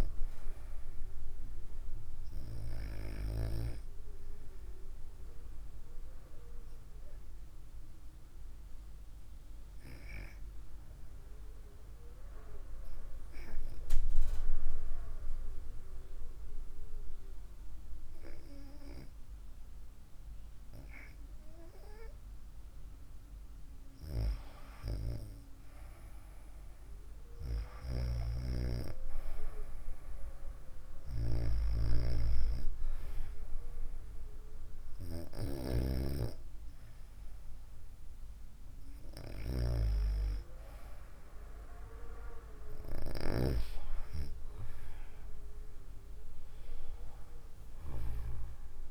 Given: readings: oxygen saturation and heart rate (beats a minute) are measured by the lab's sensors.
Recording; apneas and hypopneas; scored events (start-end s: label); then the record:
breathing in sleep by a room microphone; 1
6.00-21.50 s: hypopnea (oxygen 96% before, 92% lowest, heart rate 65 before, 63 extreme, up 0 after)
25.50-30.00 s: arousal
From the record:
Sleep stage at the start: REM sleep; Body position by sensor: on the right side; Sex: female